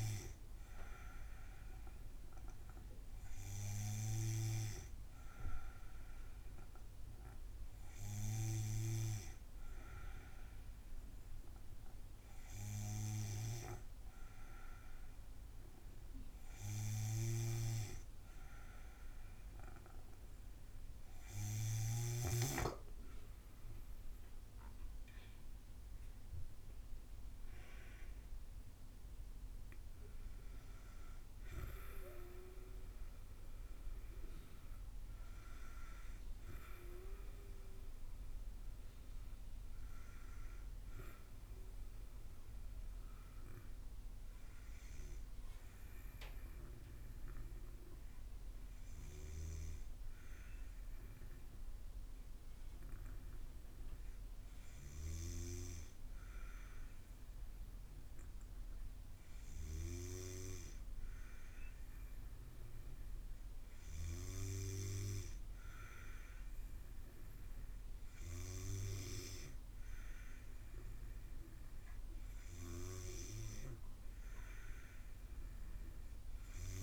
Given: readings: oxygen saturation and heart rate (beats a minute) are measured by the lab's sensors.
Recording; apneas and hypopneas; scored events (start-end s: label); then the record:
breathing in sleep by a room microphone; 1
17.00-22.00 s: snoring (device-marked)
44.00-60.00 s: hypopnea (oxygen 95% before, 94% lowest, heart rate 62 before, 60 extreme, up 4 after)
61.50-64.50 s: arousal
From the record:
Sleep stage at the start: N2 (light sleep); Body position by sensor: on the back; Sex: female